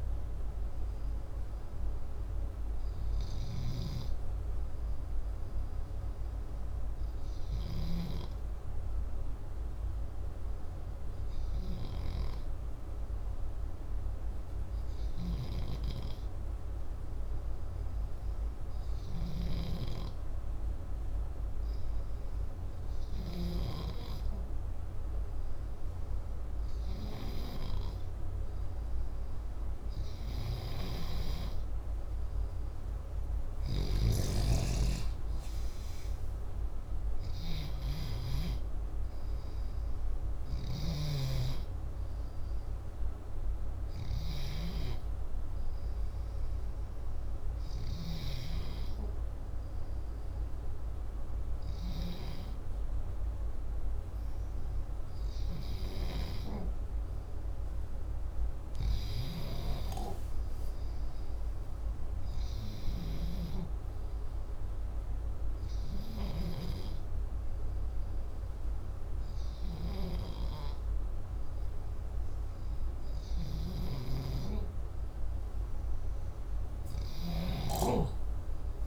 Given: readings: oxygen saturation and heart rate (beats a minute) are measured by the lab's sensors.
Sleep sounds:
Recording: breathing in sleep by a room microphone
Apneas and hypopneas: 1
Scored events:
3.50-21.50 s: hypopnea (oxygen 96% before, 94% lowest, heart rate 65 before, 58 extreme, up 1 after)
8.00-19.00 s: oxygen desaturation (device-marked, oxygen 97% before, 94% lowest, heart rate 64 before, 58 extreme)
31.00-35.50 s: arousal
From the record:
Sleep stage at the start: N2 (light sleep)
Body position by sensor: upright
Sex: male

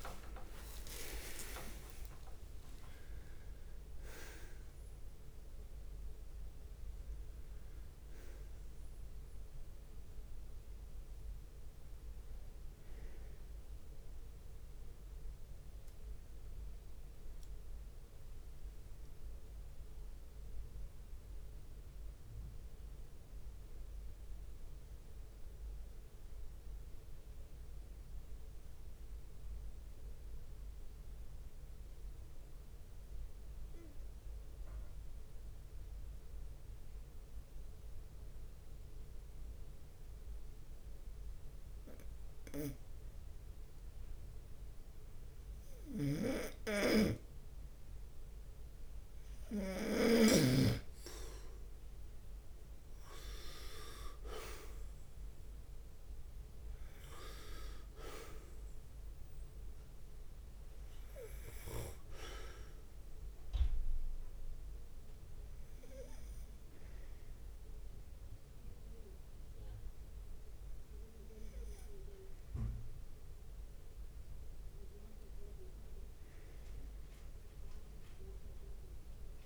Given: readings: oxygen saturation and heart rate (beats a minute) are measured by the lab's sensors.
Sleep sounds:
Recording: breathing in sleep by a room microphone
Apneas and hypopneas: 1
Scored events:
0.00-2.00 s: arousal
0.00-5.50 s: leg movement (device-marked)
0.00-15.00 s: bradycardia (device-marked)
0.00-20.00 s: oxygen desaturation (device-marked, oxygen 90% lowest)
1.50-3.50 s: long interval between heartbeats (device-marked)
5.00 s: drop in pulse transit time (device-marked)
18.50-46.00 s: obstructive apnea (oxygen 96% before, 94% lowest)
22.00-51.00 s: bradycardia (device-marked)
28.50-30.50 s: long interval between heartbeats (device-marked)
43.50-47.00 s: leg movement (device-marked)
46.00-50.50 s: snoring (device-marked)
48.50-53.00 s: arousal
54.50-57.00 s: leg movement (device-marked)
78.00-79.45 s: arousal
From the record:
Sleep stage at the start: N2 (light sleep)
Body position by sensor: on the right side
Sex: male

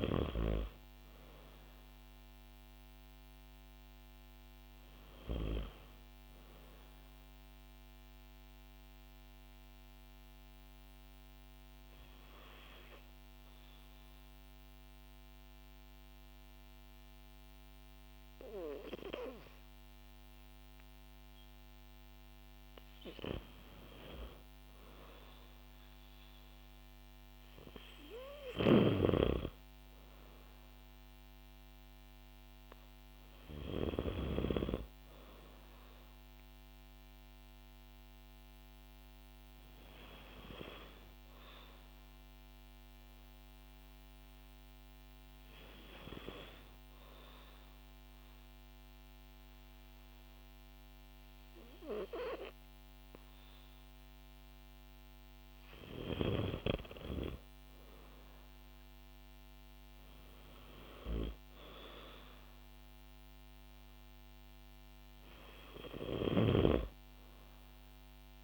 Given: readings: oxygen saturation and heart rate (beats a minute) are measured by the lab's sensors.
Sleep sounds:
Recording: breathing in sleep by a microphone on the trachea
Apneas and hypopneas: 2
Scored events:
7.00-22.00 s: obstructive apnea (oxygen 96% before, 92% lowest, heart rate 63 before, 57 extreme, up 3 after)
23.50-27.00 s: arousal
37.00-53.00 s: hypopnea (oxygen 96% before, 91% lowest, heart rate 60 before, 57 extreme, up 6 after)
56.50-60.50 s: arousal
From the record:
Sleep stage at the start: N2 (light sleep)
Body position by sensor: on the back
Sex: female

